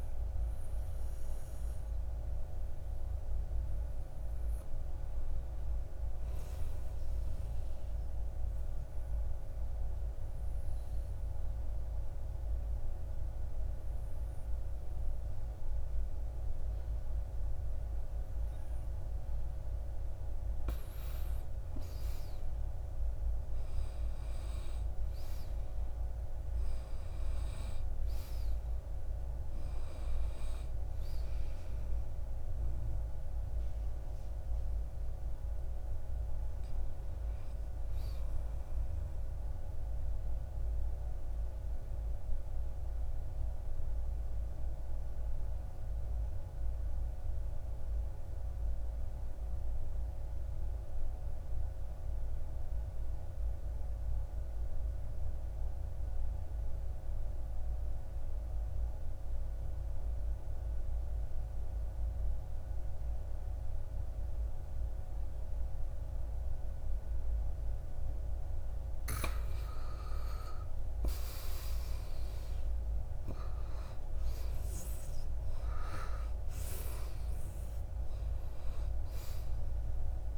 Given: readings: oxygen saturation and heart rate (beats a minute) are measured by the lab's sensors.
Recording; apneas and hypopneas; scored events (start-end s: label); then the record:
breathing in sleep, hard to hear, by a room microphone; 2
0.00-7.50 s: oxygen desaturation (device-marked, oxygen 92% lowest, heart rate 54 extreme)
7.00-19.50 s: obstructive apnea (oxygen 97% before, 85% lowest, heart rate 64 before, 54 extreme, up 10 after)
22.50-27.00 s: arousal
27.50-42.50 s: oxygen desaturation (device-marked, oxygen 96% before, 92% lowest, heart rate 58 before, 53 extreme)
41.00-67.00 s: obstructive apnea (oxygen 98% before, 84% lowest, heart rate 61 before, 53 extreme, up 8 after)
58.50-80.38 s: oxygen desaturation (device-marked, oxygen 97% before, 84% lowest, heart rate 56 before, 57 extreme)
69.50-73.50 s: arousal
From the record:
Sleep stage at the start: N2 (light sleep); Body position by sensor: on the back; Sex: male